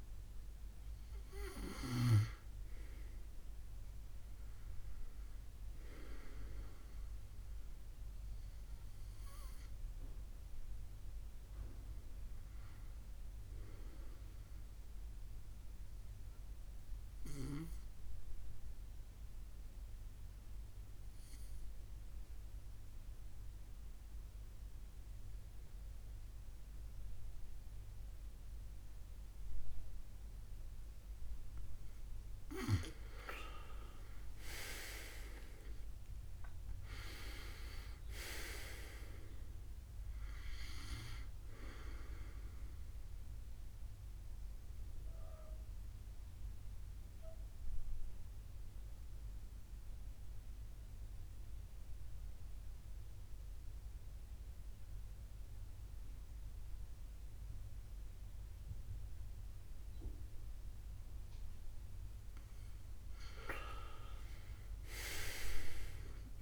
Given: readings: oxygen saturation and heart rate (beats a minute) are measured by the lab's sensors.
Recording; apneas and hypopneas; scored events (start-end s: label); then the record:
breathing in sleep by a room microphone; 2
0.00-2.50 s: oxygen desaturation (device-marked, oxygen 93% lowest, heart rate 71 extreme)
4.00-7.50 s: arousal
15.00-32.00 s: mixed apnea (oxygen 97% before, 90% lowest, heart rate 72 before, 64 extreme, up 15 after)
33.50-37.50 s: arousal
43.50-62.00 s: mixed apnea (oxygen 95% before, 90% lowest, heart rate 73 before, 66 extreme, up 8 after)
49.50-64.50 s: oxygen desaturation (device-marked, oxygen 95% before, 90% lowest, heart rate 71 before, 66 extreme)
63.50-66.42 s: arousal
From the record:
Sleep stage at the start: N2 (light sleep); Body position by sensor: on the back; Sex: male